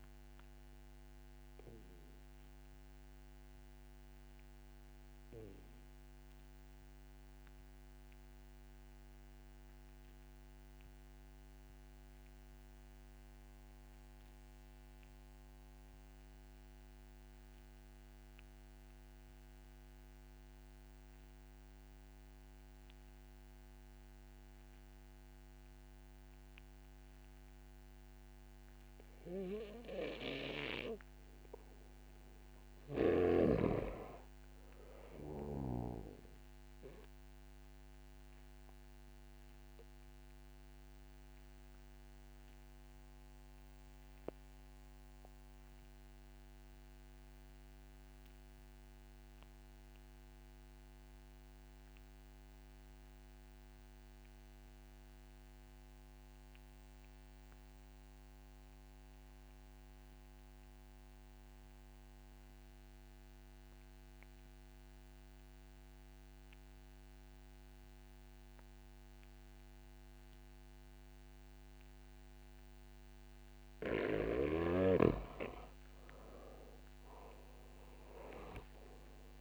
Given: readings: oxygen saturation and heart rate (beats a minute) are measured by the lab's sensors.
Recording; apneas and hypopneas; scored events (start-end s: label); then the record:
breathing in sleep by a microphone on the trachea; 2
0.00-10.50 s: oxygen desaturation (device-marked, oxygen 83% lowest, heart rate 28 extreme)
0.50-31.00 s: obstructive apnea (oxygen 96% before, 79% lowest, heart rate 53 before, 39 extreme, up 4 after)
27.50-56.50 s: oxygen desaturation (device-marked, oxygen 96% before, 86% lowest, heart rate 70 before, 39 extreme)
33.00-36.50 s: arousal
39.00-74.00 s: obstructive apnea (oxygen 97% before, 78% lowest, heart rate 64 before, 58 extreme, up 27 after)
66.50-79.41 s: oxygen desaturation (device-marked, oxygen 93% before, 78% lowest, heart rate 64 before, 60 extreme)
76.00-79.41 s: arousal
From the record:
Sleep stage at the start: REM sleep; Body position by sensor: on the back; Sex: male